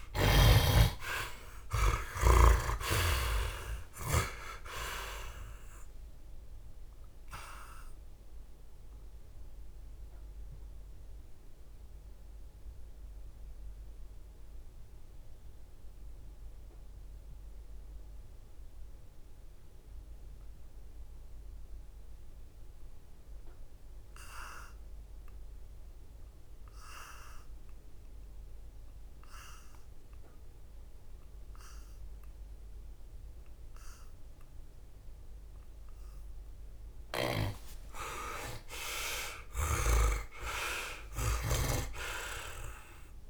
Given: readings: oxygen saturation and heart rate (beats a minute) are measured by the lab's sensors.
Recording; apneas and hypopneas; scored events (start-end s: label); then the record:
breathing in sleep by a room microphone; 1
0.00-1.50 s: snoring (device-marked)
0.00-3.00 s: arousal
0.00-12.00 s: oxygen desaturation (device-marked, oxygen 57% lowest, heart rate 63 extreme)
6.50-34.00 s: mixed apnea (oxygen 83% before, 51% lowest, heart rate 79 before, 62 extreme, up 37 after)
37.00-41.00 s: arousal
From the record:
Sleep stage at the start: N2 (light sleep); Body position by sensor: on the back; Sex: male